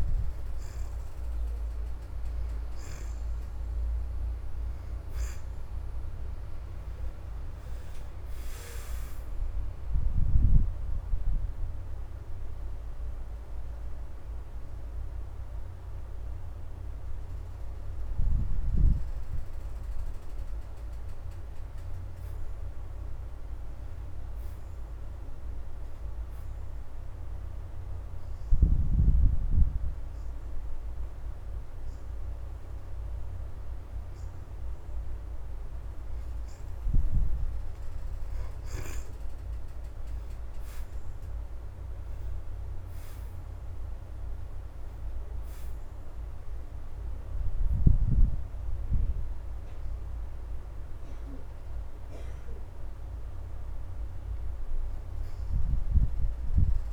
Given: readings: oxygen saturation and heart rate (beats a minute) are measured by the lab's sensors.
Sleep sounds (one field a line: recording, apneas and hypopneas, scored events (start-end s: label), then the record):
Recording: breathing in sleep by a room microphone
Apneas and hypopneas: 1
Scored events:
0.00-5.50 s: oxygen desaturation (device-marked, oxygen 70% lowest, heart rate 78 extreme)
8.50-12.50 s: arousal
10.50-33.50 s: oxygen desaturation (device-marked, oxygen 72% before, 63% lowest, heart rate 83 before, 76 extreme)
28.00-38.00 s: hypopnea (oxygen 72% before, 61% lowest, heart rate 82 before, 75 extreme, up 5 after)
35.50-44.50 s: oxygen desaturation (device-marked, oxygen 78% before, 67% lowest, heart rate 80 before, 75 extreme)
41.50-45.50 s: arousal
52.50-56.93 s: oxygen desaturation (device-marked, oxygen 78% before, 62% lowest, heart rate 81 before, 75 extreme)
From the record:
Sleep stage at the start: N2 (light sleep)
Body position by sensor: on the back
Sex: female